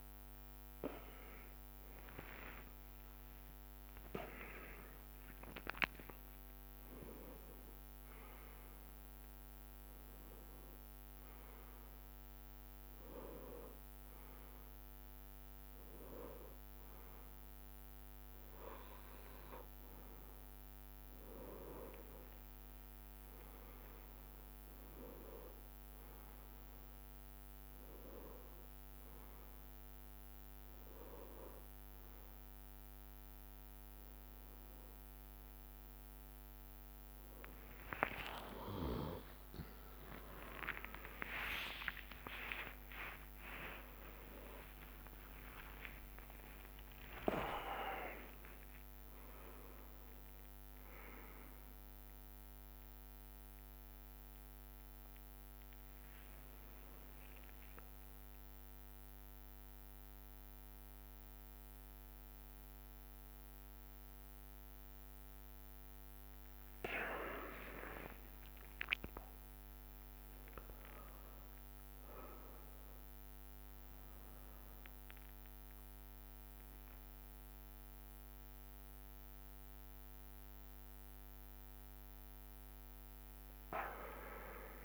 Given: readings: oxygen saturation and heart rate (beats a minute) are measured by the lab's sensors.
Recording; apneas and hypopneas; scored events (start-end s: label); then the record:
a person awake in a sleep study, by a microphone on the trachea; none
0.00-14.00 s: drop in pulse transit time (device-marked, heart rate 74 extreme)
0.50-5.50 s: arousal
2.00-5.00 s: tachycardia (device-marked, heart rate 72 before, 92 extreme)
4.50-6.50 s: long interval between heartbeats (device-marked, heart rate 74 before, 92 extreme)
31.50-33.50 s: long interval between heartbeats (device-marked, heart rate 73 before, 73 extreme)
39.00-48.00 s: tachycardia (device-marked, heart rate 72 before, 134 extreme)
40.00-84.85 s: new sleep stage, awake
41.50-43.50 s: long interval between heartbeats (device-marked, heart rate 73 before, 92 extreme)
43.00-56.00 s: drop in pulse transit time (device-marked, heart rate 76 before, 79 extreme)
44.50-46.50 s: long interval between heartbeats (device-marked, heart rate 78 before, 124 extreme)
47.00-49.00 s: long interval between heartbeats (device-marked, heart rate 86 before, 116 extreme)
70.50-72.50 s: long interval between heartbeats (device-marked, heart rate 78 before, 80 extreme)
83.00-84.85 s: tachycardia (device-marked, heart rate 72 before, 113 extreme)
From the record:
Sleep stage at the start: N2 (light sleep); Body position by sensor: on the right side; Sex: male